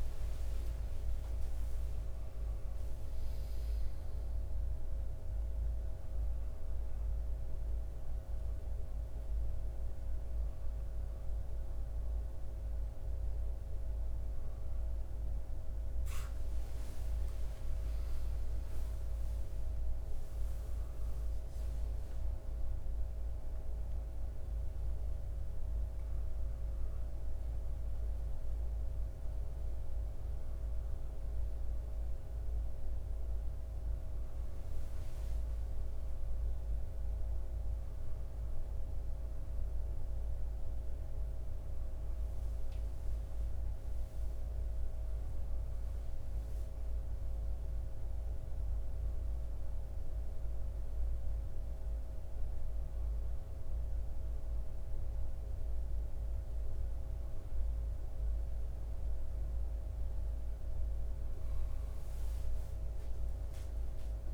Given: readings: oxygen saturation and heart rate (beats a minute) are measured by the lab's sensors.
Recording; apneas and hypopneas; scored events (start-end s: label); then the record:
a person awake in a sleep study, hard to hear, by a room microphone; none
0.00-17.00 s: oxygen desaturation (device-marked, oxygen 89% lowest, heart rate 61 extreme)
From the record:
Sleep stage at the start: awake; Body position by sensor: on the left side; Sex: male